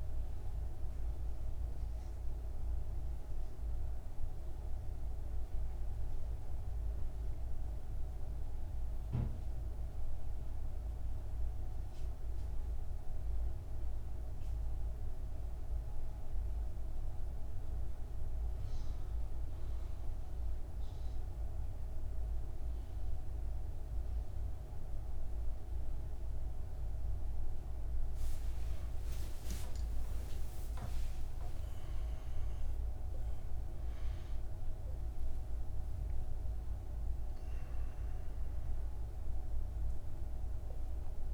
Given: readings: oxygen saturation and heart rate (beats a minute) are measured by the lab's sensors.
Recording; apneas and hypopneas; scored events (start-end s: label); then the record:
breathing in sleep, hard to hear, by a room microphone; none
24.00-41.34 s: new sleep stage, N2 (light sleep)
29.50-34.00 s: arousal
From the record:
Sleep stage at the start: N1 (lightest sleep); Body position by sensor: on the back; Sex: male